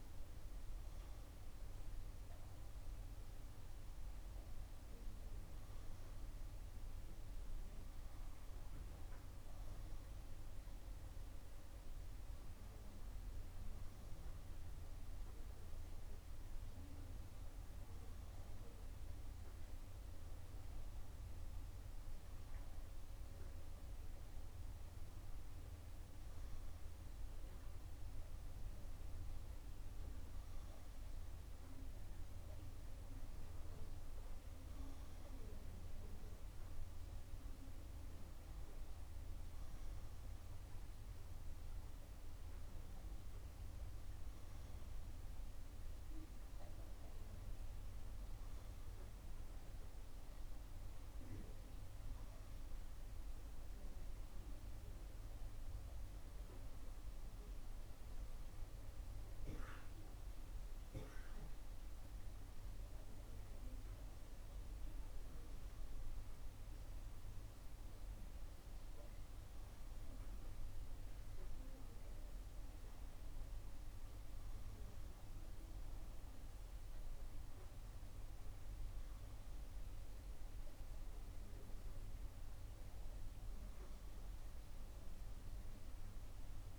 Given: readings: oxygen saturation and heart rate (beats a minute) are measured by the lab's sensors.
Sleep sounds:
breathing in sleep, hard to hear, by a room microphone; none
none scored
From the record:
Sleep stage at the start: N3 (deep sleep); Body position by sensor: on the right side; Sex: female

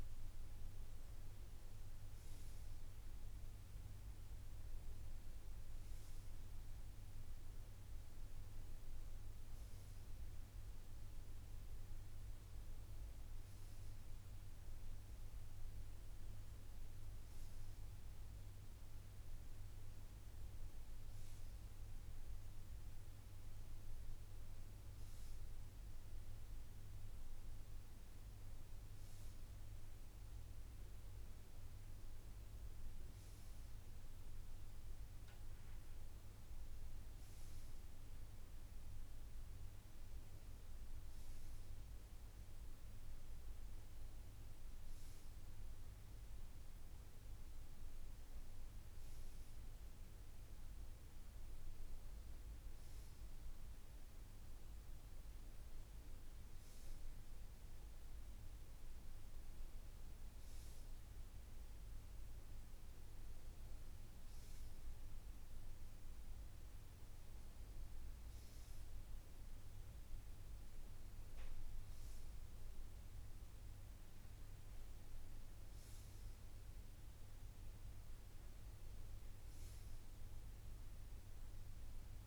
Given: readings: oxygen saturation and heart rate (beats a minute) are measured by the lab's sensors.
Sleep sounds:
breathing in sleep, hard to hear, by a room microphone; none
none scored
From the record:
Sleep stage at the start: N2 (light sleep); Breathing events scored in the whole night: 132 in 5.7 hours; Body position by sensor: on the right side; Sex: male

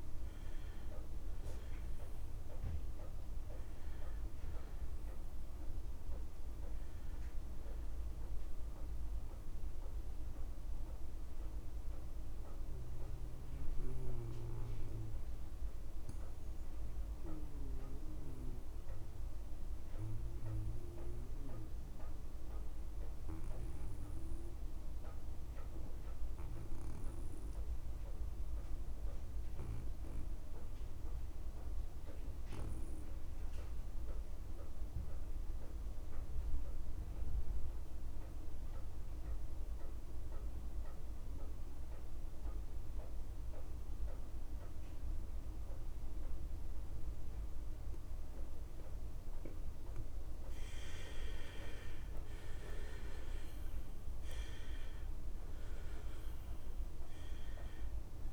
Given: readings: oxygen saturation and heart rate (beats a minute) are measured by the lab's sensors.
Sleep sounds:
breathing in sleep, hard to hear, by a room microphone; 1
0.00-22.50 s: oxygen desaturation (device-marked, oxygen 80% lowest)
12.00-49.50 s: obstructive apnea (oxygen 94% before, 77% lowest)
39.50-58.33 s: oxygen desaturation (device-marked, oxygen 99% before, 77% lowest)
51.50-56.00 s: arousal
From the record:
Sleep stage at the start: N2 (light sleep); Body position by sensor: on the back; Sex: male

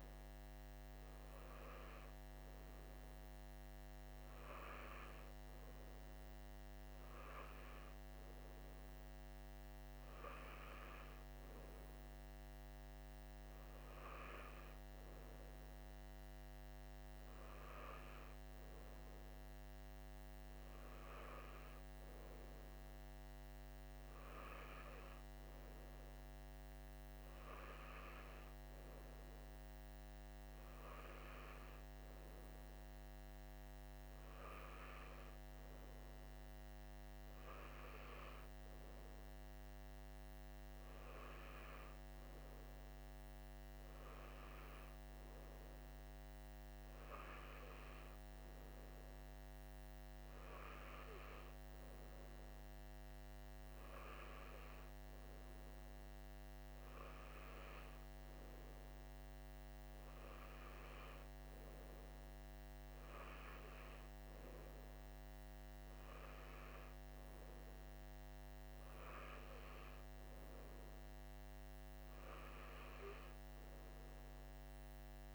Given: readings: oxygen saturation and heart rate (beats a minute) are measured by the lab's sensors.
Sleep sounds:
breathing in sleep by a microphone on the trachea; none
none scored
From the record:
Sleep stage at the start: N3 (deep sleep); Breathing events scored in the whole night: 55 in 6.1 hours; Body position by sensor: on the right side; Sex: male

